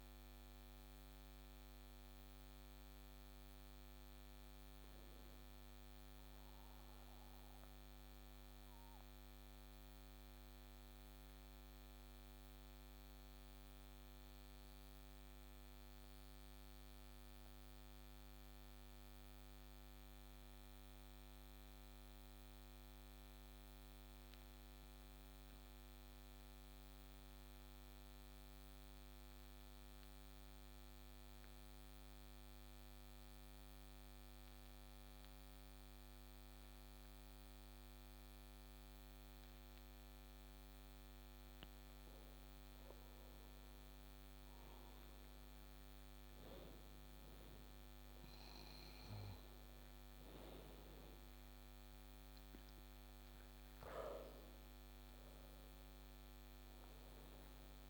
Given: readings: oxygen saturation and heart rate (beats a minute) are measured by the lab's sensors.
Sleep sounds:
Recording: breathing in sleep, hard to hear, by a microphone on the trachea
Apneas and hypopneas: 1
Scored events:
0.00-2.50 s: oxygen desaturation (device-marked, oxygen 89% lowest)
6.00-41.00 s: mixed apnea (oxygen 99% before, 93% lowest)
31.50-57.90 s: oxygen desaturation (device-marked, oxygen 98% before, 93% lowest)
43.00-47.50 s: arousal
From the record:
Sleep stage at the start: N2 (light sleep)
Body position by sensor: on the back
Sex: male

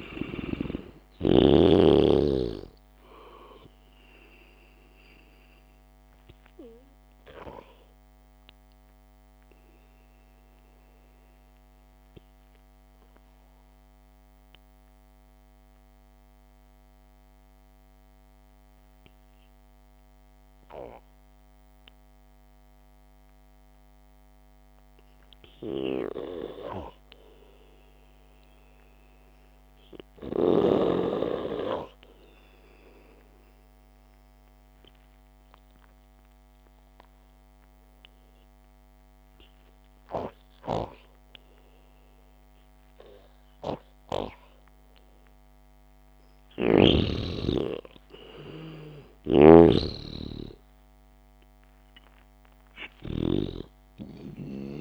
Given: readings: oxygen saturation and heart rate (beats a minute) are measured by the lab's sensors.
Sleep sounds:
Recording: breathing in sleep by a microphone on the trachea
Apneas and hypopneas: 1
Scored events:
0.00-2.00 s: snoring (device-marked)
7.50-27.50 s: mixed apnea (oxygen 96% before, 90% lowest, heart rate 59 before, 52 extreme, up 0 after)
17.50-25.50 s: oxygen desaturation (device-marked, oxygen 95% before, 91% lowest, heart rate 61 before, 52 extreme)
29.50-33.00 s: arousal
49.50-54.00 s: snoring (device-marked)
50.50-54.81 s: oxygen desaturation (device-marked, oxygen 96% before, 92% lowest, heart rate 57 before, 58 extreme)
51.00-54.50 s: arousal
From the record:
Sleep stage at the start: N2 (light sleep)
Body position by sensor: on the back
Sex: male

